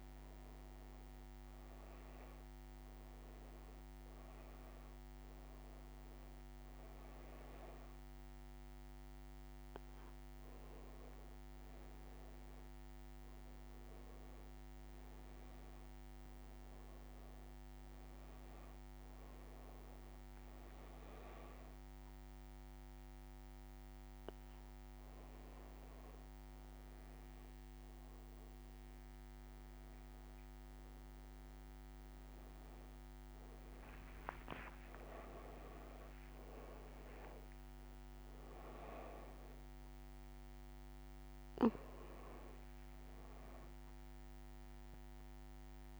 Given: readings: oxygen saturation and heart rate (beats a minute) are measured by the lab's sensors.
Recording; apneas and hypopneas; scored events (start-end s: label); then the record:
a person awake in a sleep study, hard to hear, by a microphone on the trachea; none
none scored
From the record:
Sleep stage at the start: awake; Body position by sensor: on the back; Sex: female